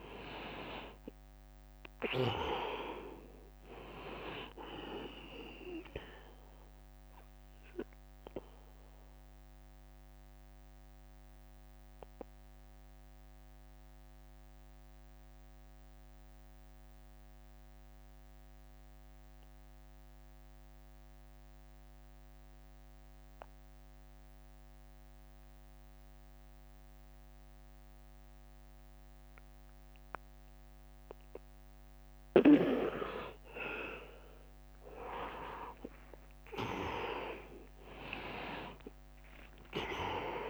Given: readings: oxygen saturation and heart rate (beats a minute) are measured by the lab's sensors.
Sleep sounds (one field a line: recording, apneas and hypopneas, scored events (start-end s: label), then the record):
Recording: breathing in sleep by a microphone on the trachea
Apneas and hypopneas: 1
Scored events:
0.00-7.50 s: drop in pulse transit time (device-marked, heart rate 81 extreme)
0.00-22.50 s: oxygen desaturation (device-marked, oxygen 81% lowest, heart rate 70 extreme)
5.50-31.00 s: obstructive apnea (oxygen 100% before, 81% lowest, heart rate 81 before, 70 extreme, up 2 after)
32.50-40.49 s: oxygen desaturation (device-marked, oxygen 100% before, 81% lowest, heart rate 79 before, 69 extreme)
35.00-40.00 s: arousal
38.50-40.49 s: drop in pulse transit time (device-marked, heart rate 79 before, 72 extreme)
From the record:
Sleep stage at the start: N2 (light sleep)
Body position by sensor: on the back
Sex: male